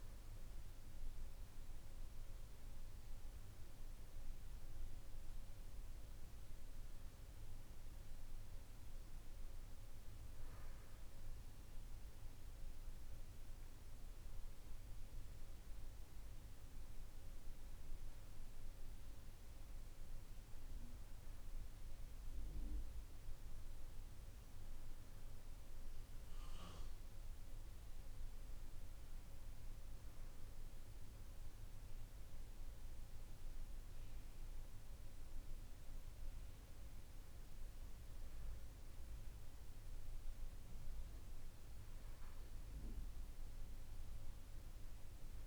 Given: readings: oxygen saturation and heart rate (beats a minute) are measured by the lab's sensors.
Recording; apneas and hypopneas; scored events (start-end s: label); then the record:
breathing in sleep, hard to hear, by a room microphone; none
none scored
From the record:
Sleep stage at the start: N1 (lightest sleep); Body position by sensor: on the back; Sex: male